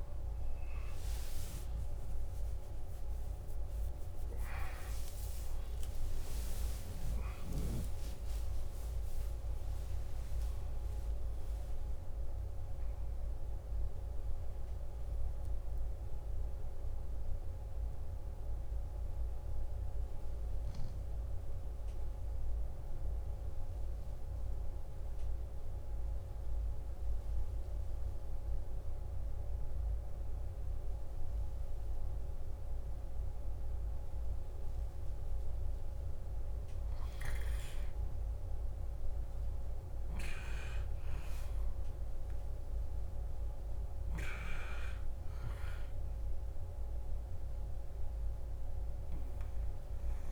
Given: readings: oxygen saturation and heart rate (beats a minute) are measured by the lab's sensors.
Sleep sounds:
a person partly awake in a sleep study, hard to hear, by a room microphone; 1
1.00-3.00 s: long interval between heartbeats (device-marked, heart rate 75 before, 70 extreme)
7.50-9.50 s: long interval between heartbeats (device-marked, heart rate 78 before, 79 extreme)
11.00-13.00 s: long interval between heartbeats (device-marked, heart rate 75 before, 90 extreme)
18.00-50.32 s: new sleep stage, N2 (light sleep)
24.50-35.50 s: obstructive apnea (oxygen 99% before, 91% lowest, heart rate 78 before, 56 extreme, up 8 after)
37.00-42.00 s: arousal
37.00-50.32 s: oxygen desaturation (device-marked, oxygen 99% before, 91% lowest, heart rate 60 before, 54 extreme)
From the record:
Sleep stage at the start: awake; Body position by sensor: on the left side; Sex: male

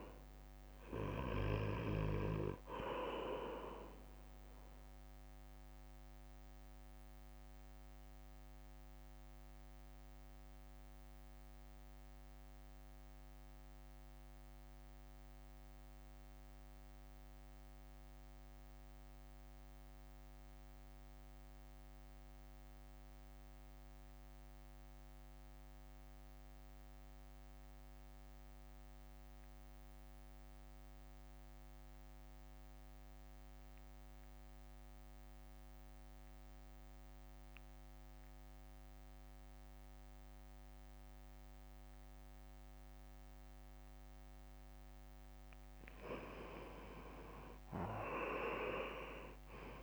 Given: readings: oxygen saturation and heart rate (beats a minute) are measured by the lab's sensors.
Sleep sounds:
breathing in sleep by a microphone on the trachea; 1
0.00-11.00 s: drop in pulse transit time (device-marked, heart rate 58 extreme)
0.00-25.00 s: oxygen desaturation (device-marked, oxygen 80% lowest, heart rate 49 extreme)
5.50-43.50 s: mixed apnea (oxygen 98% before, 80% lowest, heart rate 57 before, 56 extreme, up 6 after)
40.00-49.83 s: oxygen desaturation (device-marked, oxygen 99% before, 81% lowest, heart rate 65 before, 55 extreme)
46.00-49.83 s: arousal
From the record:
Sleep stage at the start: REM sleep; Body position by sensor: on the right side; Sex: male

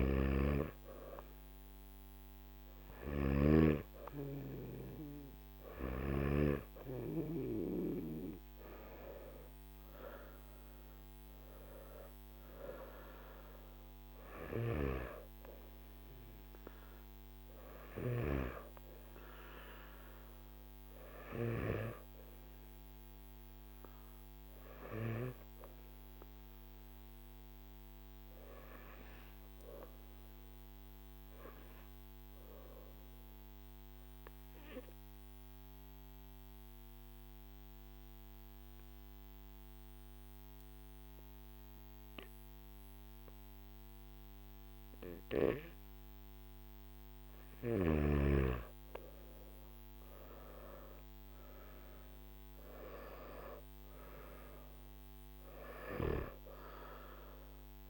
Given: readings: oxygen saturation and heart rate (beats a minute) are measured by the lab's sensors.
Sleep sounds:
breathing in sleep by a microphone on the trachea; 1
0.00-6.00 s: snoring (device-marked)
0.00-12.50 s: oxygen desaturation (device-marked, oxygen 93% lowest, heart rate 53 extreme)
32.00-47.00 s: obstructive apnea (oxygen 97% before, 92% lowest, heart rate 58 before, 54 extreme, up 12 after)
49.50-57.90 s: oxygen desaturation (device-marked, oxygen 97% before, 92% lowest, heart rate 56 before, 52 extreme)
From the record:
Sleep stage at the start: N1 (lightest sleep); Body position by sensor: on the back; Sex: male

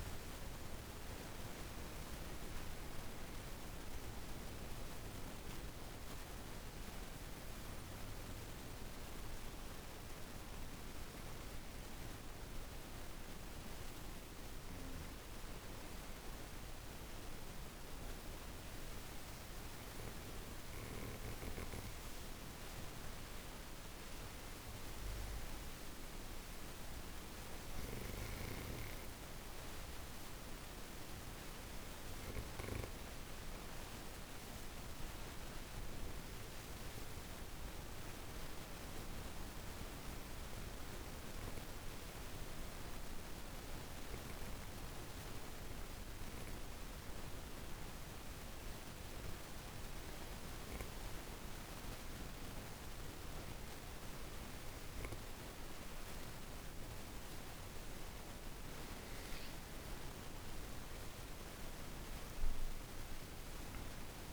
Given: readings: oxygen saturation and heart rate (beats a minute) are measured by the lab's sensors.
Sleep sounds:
breathing in sleep, hard to hear, by a room microphone; 2
0.00-8.50 s: oxygen desaturation (device-marked, oxygen 87% lowest, heart rate 47 extreme)
4.00-16.50 s: obstructive apnea (oxygen 96% before, 88% lowest, heart rate 56 before, 47 extreme, up 3 after)
20.00-25.50 s: arousal
22.50-41.50 s: oxygen desaturation (device-marked, oxygen 97% before, 88% lowest, heart rate 55 before, 29 extreme)
33.50-50.00 s: obstructive apnea (oxygen 97% before, 84% lowest, heart rate 53 before, 29 extreme, up 0 after)
45.50-64.33 s: new sleep stage, N2 (light sleep)
53.50-58.50 s: arousal
56.50-64.33 s: oxygen desaturation (device-marked, oxygen 96% before, 89% lowest, heart rate 53 before, 35 extreme)
From the record:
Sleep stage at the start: REM sleep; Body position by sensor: on the back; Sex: female

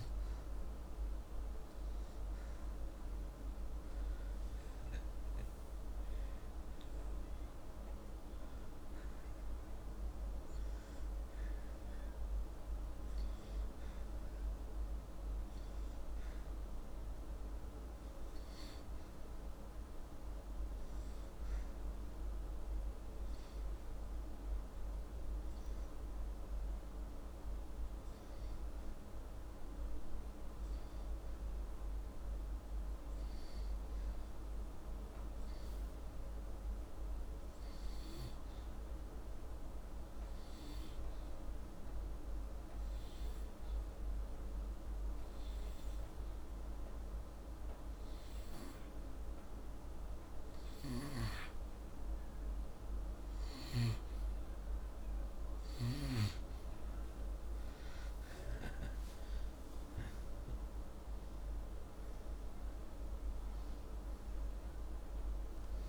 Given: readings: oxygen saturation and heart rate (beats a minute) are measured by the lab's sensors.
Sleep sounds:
breathing in sleep, hard to hear, by a room microphone; 1
0.00-8.50 s: oxygen desaturation (device-marked, oxygen 94% lowest, heart rate 78 extreme)
42.00-52.00 s: hypopnea (oxygen 96% before, 92% lowest, heart rate 81 before, 77 extreme, up 0 after)
58.50-62.00 s: arousal
From the record:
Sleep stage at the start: N2 (light sleep); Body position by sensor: upright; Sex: male

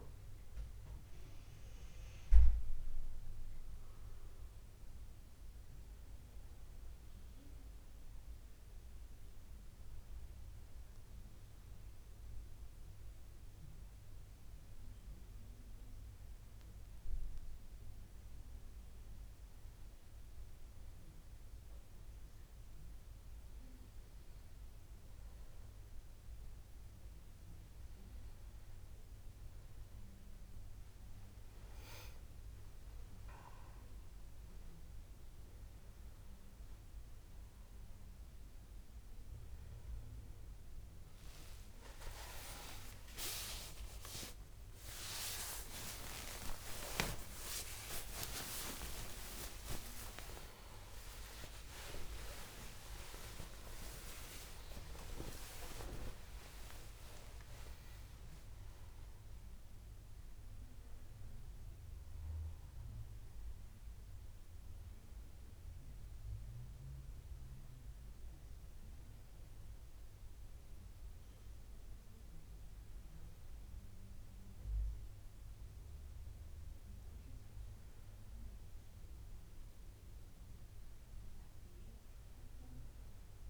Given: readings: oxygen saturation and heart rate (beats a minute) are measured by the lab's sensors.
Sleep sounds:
a person partly awake in a sleep study, by a room microphone; none
3.00-7.00 s: arousal
27.00-48.00 s: oxygen desaturation (device-marked, oxygen 96% before, 93% lowest, heart rate 79 before, 25 extreme)
50.00-80.00 s: new sleep stage, awake
60.00-83.50 s: bradycardia (device-marked)
80.00-83.50 s: new sleep stage, N1 (lightest sleep)
From the record:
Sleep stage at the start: N1 (lightest sleep); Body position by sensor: on the back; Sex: male

